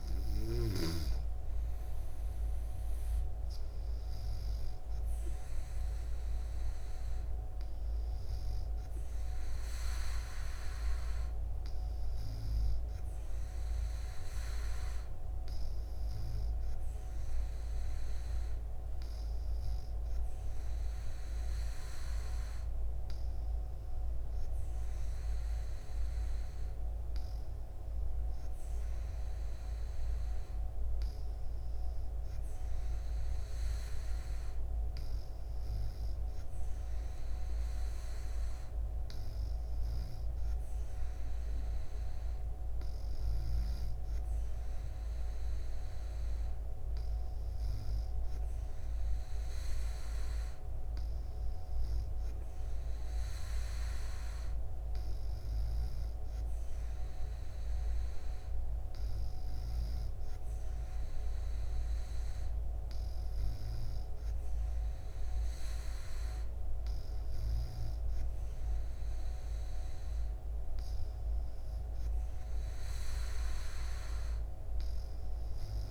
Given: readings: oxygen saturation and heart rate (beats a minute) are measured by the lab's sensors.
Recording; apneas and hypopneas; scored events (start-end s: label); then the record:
breathing in sleep, hard to hear, by a room microphone; none
none scored
From the record:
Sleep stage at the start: N2 (light sleep); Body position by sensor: on the back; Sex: female